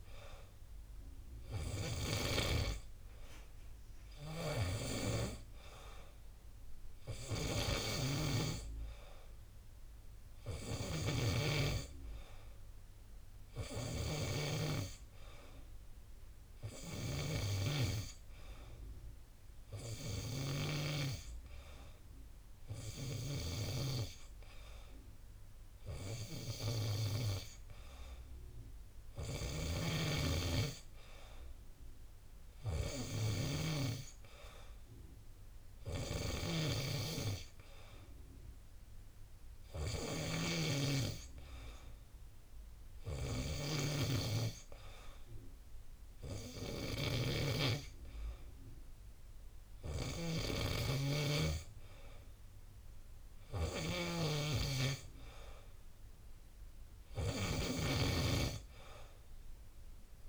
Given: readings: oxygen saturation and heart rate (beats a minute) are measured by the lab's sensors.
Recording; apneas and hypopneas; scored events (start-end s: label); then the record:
breathing in sleep by a room microphone; none
5.00-17.50 s: snoring (device-marked)
30.00-44.50 s: snoring (device-marked)
51.00-58.00 s: snoring (device-marked)
From the record:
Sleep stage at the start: N2 (light sleep); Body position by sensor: on the back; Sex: male